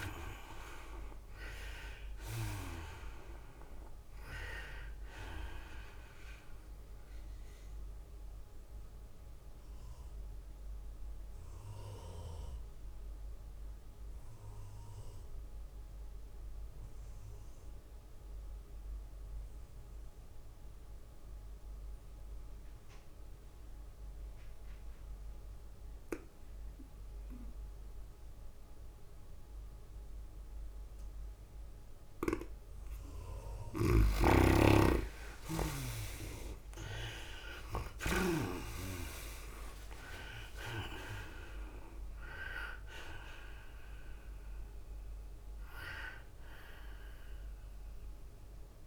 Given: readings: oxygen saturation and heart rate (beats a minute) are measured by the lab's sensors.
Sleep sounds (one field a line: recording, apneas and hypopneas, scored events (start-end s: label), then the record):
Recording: breathing in sleep by a room microphone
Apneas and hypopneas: 1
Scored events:
0.00-13.50 s: drop in pulse transit time (device-marked, heart rate 105 extreme)
0.00-13.50 s: oxygen desaturation (device-marked, oxygen 79% lowest, heart rate 87 extreme)
0.00-16.50 s: tachycardia (device-marked, heart rate 111 extreme)
8.50-33.50 s: obstructive apnea (oxygen 97% before, 75% lowest, heart rate 106 before, 87 extreme, up 19 after)
21.00-23.00 s: long interval between heartbeats (device-marked, heart rate 106 before, 99 extreme)
21.50-48.87 s: oxygen desaturation (device-marked, oxygen 98% before, 75% lowest, heart rate 106 before, 88 extreme)
32.50-48.87 s: tachycardia (device-marked, heart rate 104 before, 109 extreme)
34.50-39.00 s: snoring (device-marked)
36.50-41.00 s: arousal
38.50-48.87 s: drop in pulse transit time (device-marked, heart rate 96 before, 105 extreme)
From the record:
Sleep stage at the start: N2 (light sleep)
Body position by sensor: on the right side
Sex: female